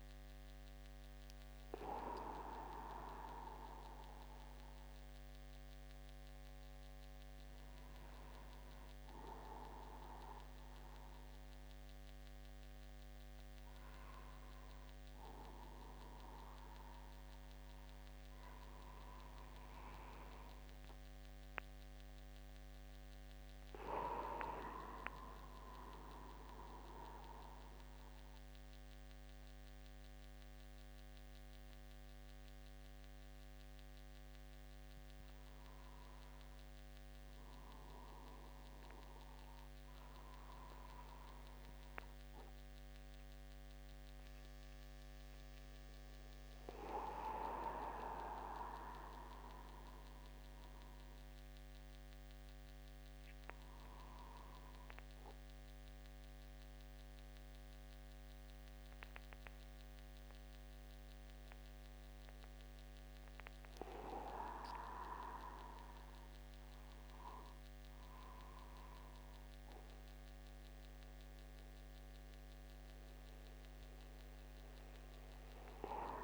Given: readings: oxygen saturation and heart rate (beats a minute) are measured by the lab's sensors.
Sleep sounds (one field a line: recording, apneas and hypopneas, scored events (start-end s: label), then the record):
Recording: a person awake in a sleep study, by a microphone on the trachea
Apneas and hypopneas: none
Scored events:
1.50-3.50 s: long interval between heartbeats (device-marked, heart rate 70 before, 112 extreme)
5.50-7.50 s: long interval between heartbeats (device-marked, heart rate 78 before, 88 extreme)
15.50-17.50 s: long interval between heartbeats (device-marked, heart rate 83 before, 75 extreme)
17.50-19.50 s: long interval between heartbeats (device-marked, heart rate 81 before, 108 extreme)
22.50-24.50 s: long interval between heartbeats (device-marked, heart rate 88 before, 147 extreme)
25.50-27.50 s: long interval between heartbeats (device-marked, heart rate 96 before, 136 extreme)
36.50-38.50 s: long interval between heartbeats (device-marked, heart rate 104 before, 102 extreme)
40.00-42.00 s: long interval between heartbeats (device-marked, heart rate 104 before, 109 extreme)
45.00-47.00 s: long interval between heartbeats (device-marked, heart rate 90 before, 68 extreme)
68.00-70.00 s: long interval between heartbeats (device-marked, heart rate 51 before, 57 extreme)
From the record:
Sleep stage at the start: awake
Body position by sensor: upright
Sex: male